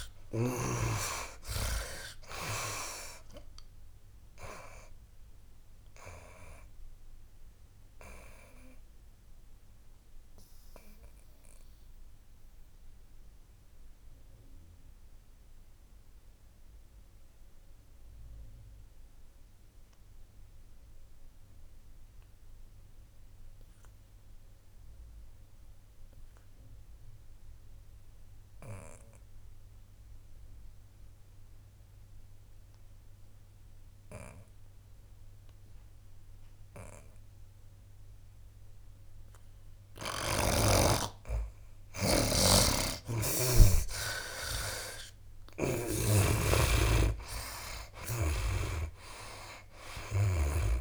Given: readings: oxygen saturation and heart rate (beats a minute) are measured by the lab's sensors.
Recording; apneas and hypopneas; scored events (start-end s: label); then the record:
breathing in sleep by a room microphone; 1
0.00-2.00 s: arousal
0.00-25.00 s: oxygen desaturation (device-marked, oxygen 73% lowest, heart rate 65 extreme)
8.00-40.50 s: mixed apnea (oxygen 99% before, 72% lowest, heart rate 73 before, 65 extreme, up 14 after)
31.00-50.81 s: oxygen desaturation (device-marked, oxygen 97% before, 72% lowest, heart rate 69 before, 65 extreme)
42.50-46.00 s: snoring (device-marked)
45.00-50.00 s: arousal
From the record:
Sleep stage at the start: N2 (light sleep); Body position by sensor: on the back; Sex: male